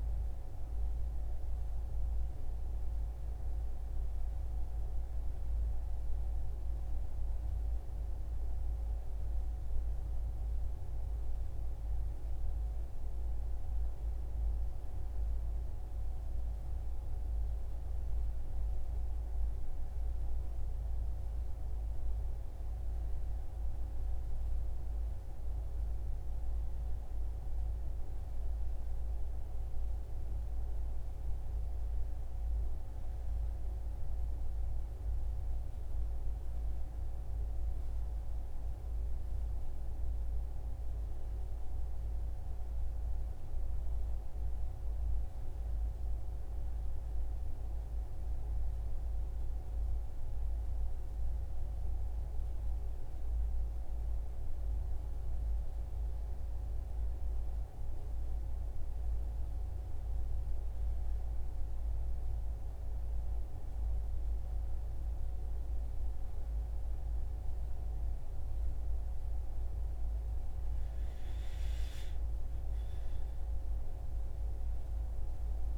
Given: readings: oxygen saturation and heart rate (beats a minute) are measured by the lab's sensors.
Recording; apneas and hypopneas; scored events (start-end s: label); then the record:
breathing in sleep, hard to hear, by a room microphone; none
69.00-73.50 s: arousal
From the record:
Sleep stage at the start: N2 (light sleep); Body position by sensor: on the right side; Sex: male